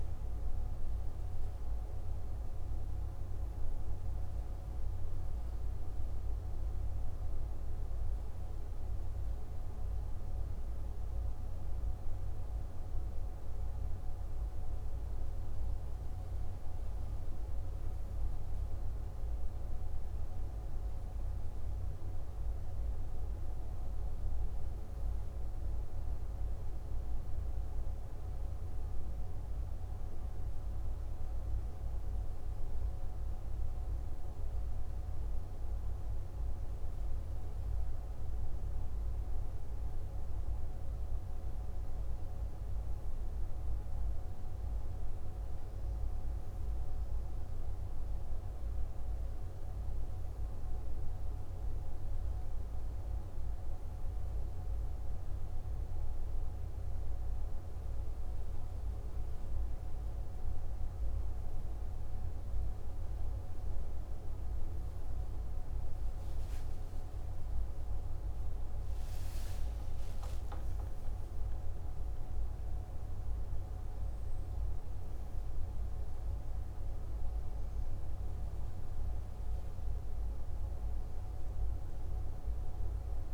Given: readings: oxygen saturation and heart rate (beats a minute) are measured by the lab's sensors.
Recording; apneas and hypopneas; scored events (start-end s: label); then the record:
breathing in sleep, hard to hear, by a room microphone; none
67.50-73.00 s: arousal
From the record:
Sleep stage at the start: N2 (light sleep); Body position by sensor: on the left side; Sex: male